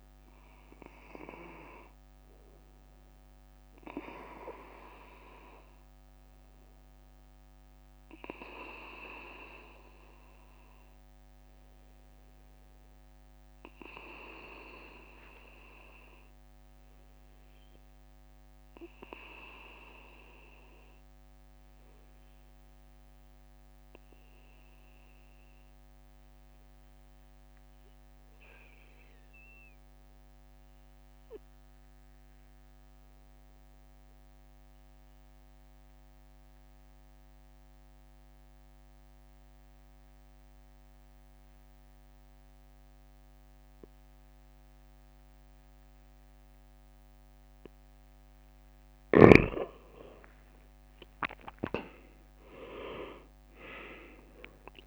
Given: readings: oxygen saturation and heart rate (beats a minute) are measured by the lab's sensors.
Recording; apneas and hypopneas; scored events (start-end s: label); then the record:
breathing in sleep by a microphone on the trachea; 1
0.00-46.00 s: bradycardia (device-marked, heart rate 57 extreme)
10.50-46.00 s: obstructive apnea (oxygen 97% before, 93% lowest, heart rate 59 before, 58 extreme, up 4 after)
47.00-54.87 s: oxygen desaturation (device-marked, oxygen 97% before, 94% lowest, heart rate 59 before, 57 extreme)
50.00-54.50 s: arousal
From the record:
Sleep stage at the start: N2 (light sleep); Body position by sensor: on the back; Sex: male